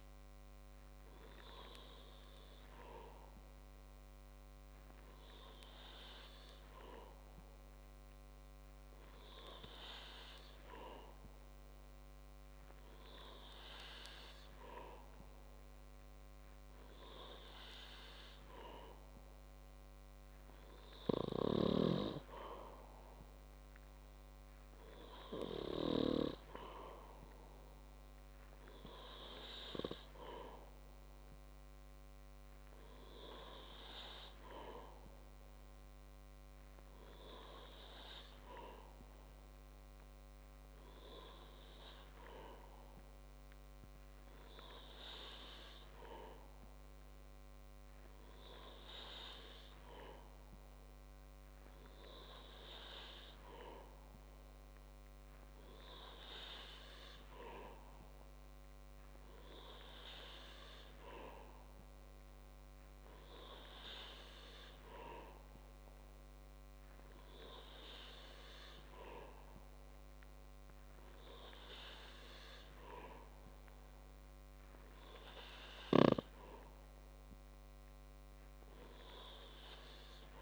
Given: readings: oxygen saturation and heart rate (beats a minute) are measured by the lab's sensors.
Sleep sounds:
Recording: breathing in sleep by a microphone on the trachea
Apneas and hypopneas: none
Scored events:
none scored
From the record:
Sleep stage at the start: N2 (light sleep)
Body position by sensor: on the back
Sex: male

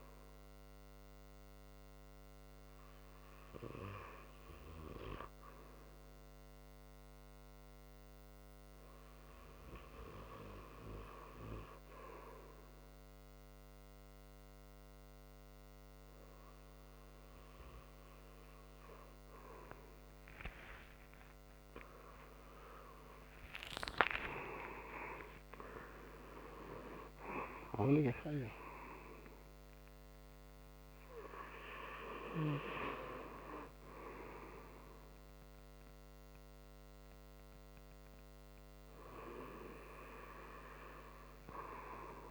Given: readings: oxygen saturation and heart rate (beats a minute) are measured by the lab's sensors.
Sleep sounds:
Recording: a person awake in a sleep study, by a microphone on the trachea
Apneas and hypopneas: none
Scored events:
15.00-42.31 s: new sleep stage, awake
From the record:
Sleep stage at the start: REM sleep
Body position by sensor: on the right side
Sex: male

